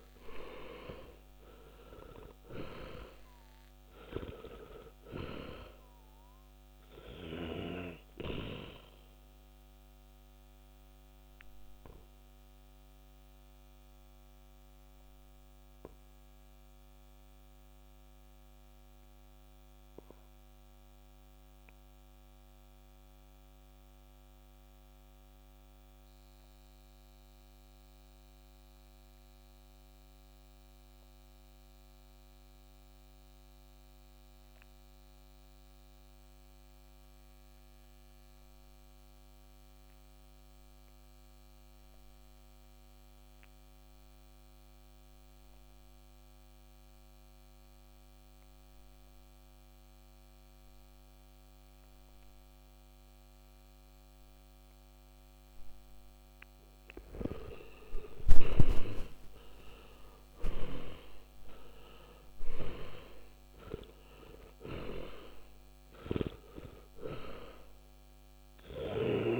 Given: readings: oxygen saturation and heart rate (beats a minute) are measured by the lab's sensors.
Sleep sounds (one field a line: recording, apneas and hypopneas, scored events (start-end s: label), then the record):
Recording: breathing in sleep by a microphone on the trachea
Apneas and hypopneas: 1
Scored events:
10.00-56.00 s: obstructive apnea (oxygen 99% before, 75% lowest, heart rate 62 before, 44 extreme, up 21 after)
24.50-43.50 s: oxygen desaturation (device-marked, oxygen 97% before, 78% lowest, heart rate 52 before, 48 extreme)
57.50-62.50 s: arousal
63.50-69.40 s: oxygen desaturation (device-marked, oxygen 99% before, 95% lowest, heart rate 52 before, 45 extreme)
From the record:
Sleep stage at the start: N2 (light sleep)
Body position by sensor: on the back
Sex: male